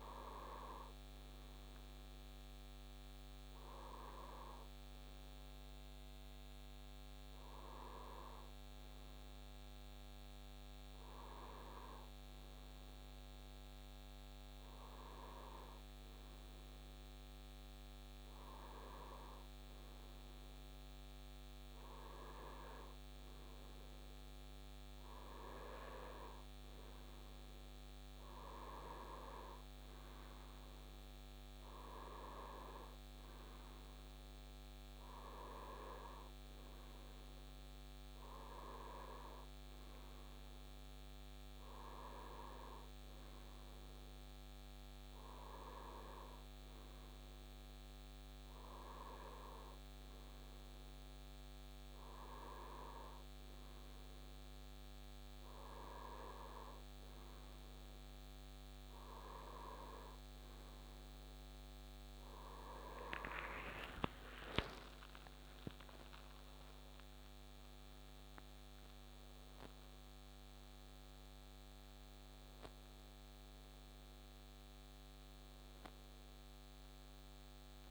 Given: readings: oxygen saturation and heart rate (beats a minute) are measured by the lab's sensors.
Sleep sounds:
a person awake in a sleep study, by a microphone on the trachea; none
none scored
From the record:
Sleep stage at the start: awake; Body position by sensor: on the right side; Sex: male

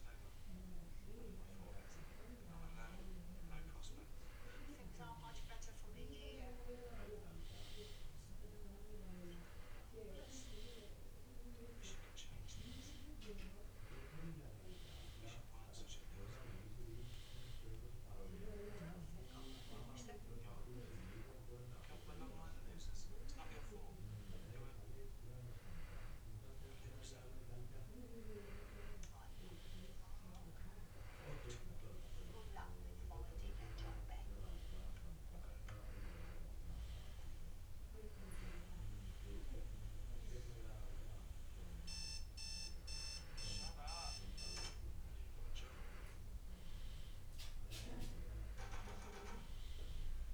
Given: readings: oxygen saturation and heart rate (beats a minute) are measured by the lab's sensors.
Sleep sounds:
breathing in sleep by a room microphone; none
none scored
From the record:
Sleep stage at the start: N2 (light sleep); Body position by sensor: on the back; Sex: male

